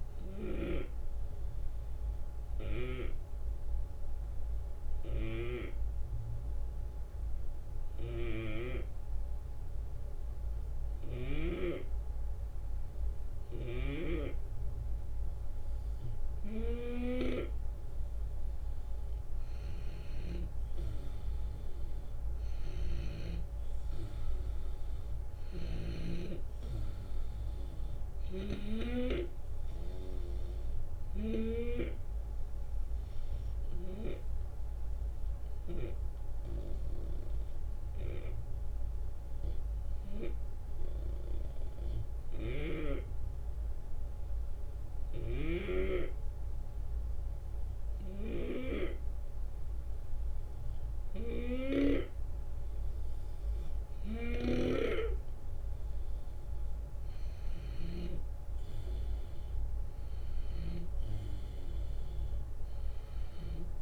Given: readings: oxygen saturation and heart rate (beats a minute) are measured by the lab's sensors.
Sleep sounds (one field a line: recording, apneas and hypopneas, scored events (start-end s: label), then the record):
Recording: breathing in sleep by a room microphone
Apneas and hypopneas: 2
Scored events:
0.00-10.00 s: oxygen desaturation (device-marked, oxygen 90% lowest, heart rate 70 extreme)
0.50-14.50 s: obstructive apnea (oxygen 95% before, 90% lowest, heart rate 78 before, 70 extreme, up 7 after)
16.50-20.50 s: arousal
19.50-25.50 s: snoring (device-marked)
31.50-51.00 s: obstructive apnea (oxygen 95% before, 90% lowest, heart rate 75 before, 72 extreme, up 4 after)
51.00-63.82 s: snoring (device-marked)
54.00-63.82 s: oxygen desaturation (device-marked, oxygen 95% before, 91% lowest, heart rate 73 before, 71 extreme)
54.50-59.50 s: arousal
From the record:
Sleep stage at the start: REM sleep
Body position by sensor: on the left side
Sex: male